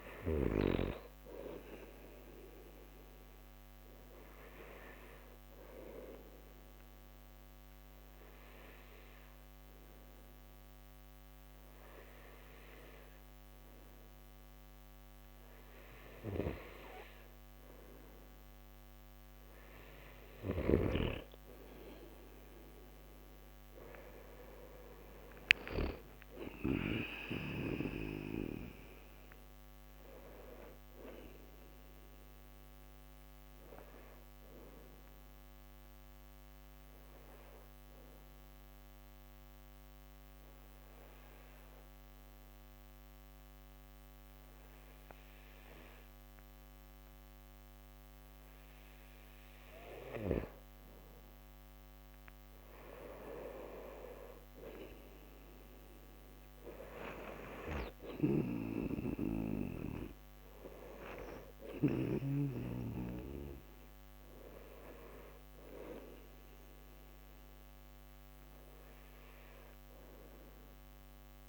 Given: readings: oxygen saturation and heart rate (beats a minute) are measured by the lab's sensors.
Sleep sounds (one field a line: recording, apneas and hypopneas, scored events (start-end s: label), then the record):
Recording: breathing in sleep by a microphone on the trachea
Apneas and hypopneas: 2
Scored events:
6.00-17.50 s: obstructive apnea (oxygen 95% before, 91% lowest)
20.00-24.50 s: arousal
35.00-49.50 s: obstructive apnea (oxygen 94% before, 91% lowest)
51.50-56.00 s: arousal
58.00-62.00 s: snoring (device-marked)
63.50-71.49 s: oxygen desaturation (device-marked, oxygen 97% before, 91% lowest)
From the record:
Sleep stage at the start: N2 (light sleep)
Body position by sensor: on the back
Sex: male